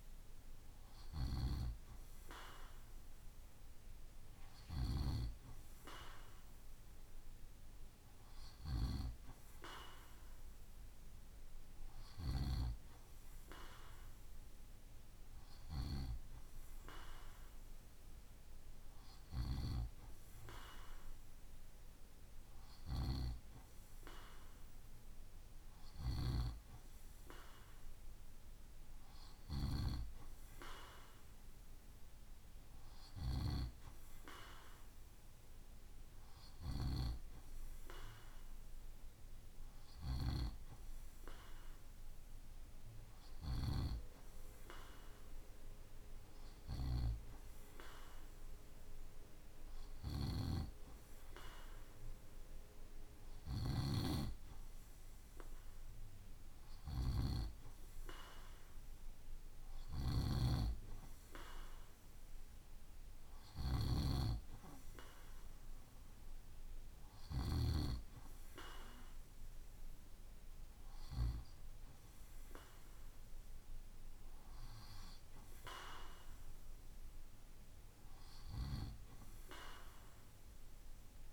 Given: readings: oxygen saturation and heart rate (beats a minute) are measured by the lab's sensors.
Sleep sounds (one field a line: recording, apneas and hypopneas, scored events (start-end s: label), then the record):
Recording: breathing in sleep by a room microphone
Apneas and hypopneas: none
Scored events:
49.00-67.00 s: snoring (device-marked)
From the record:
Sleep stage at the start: N2 (light sleep)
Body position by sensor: on the right side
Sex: male